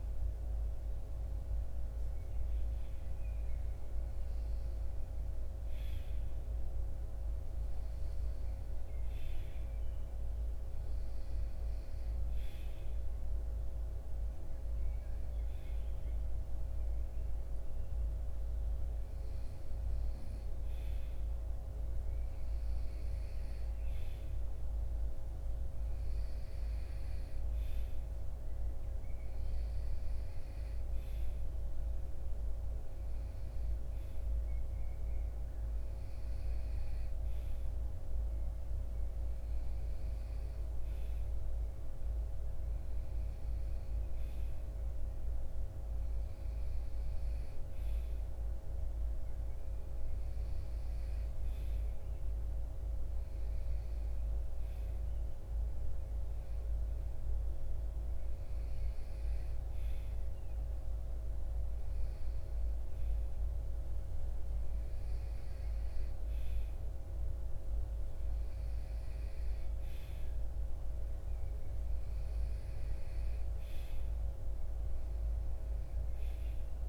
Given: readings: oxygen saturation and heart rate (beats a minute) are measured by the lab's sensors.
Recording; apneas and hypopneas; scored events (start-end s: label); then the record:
breathing in sleep, hard to hear, by a room microphone; none
none scored
From the record:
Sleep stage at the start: REM sleep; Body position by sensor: on the right side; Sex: male